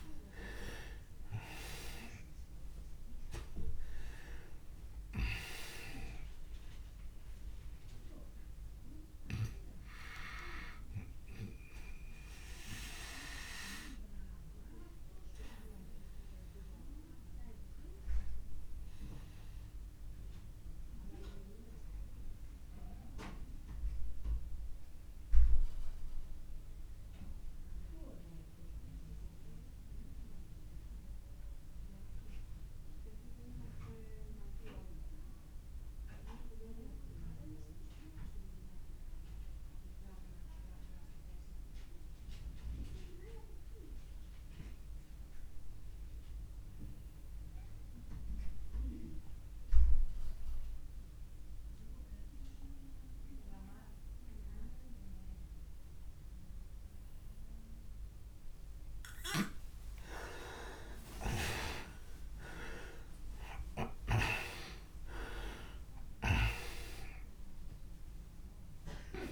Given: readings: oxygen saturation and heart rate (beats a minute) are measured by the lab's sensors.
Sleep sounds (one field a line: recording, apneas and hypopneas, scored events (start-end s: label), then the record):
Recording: breathing in sleep by a room microphone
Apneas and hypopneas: 1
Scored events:
0.00-3.50 s: arousal
0.00-32.50 s: oxygen desaturation (device-marked, oxygen 83% lowest)
12.50-59.50 s: obstructive apnea (oxygen 97% before, 82% lowest)
50.50-69.32 s: oxygen desaturation (device-marked, oxygen 98% before, 82% lowest)
62.00-65.50 s: arousal
From the record:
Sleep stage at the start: N2 (light sleep)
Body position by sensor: on the back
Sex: male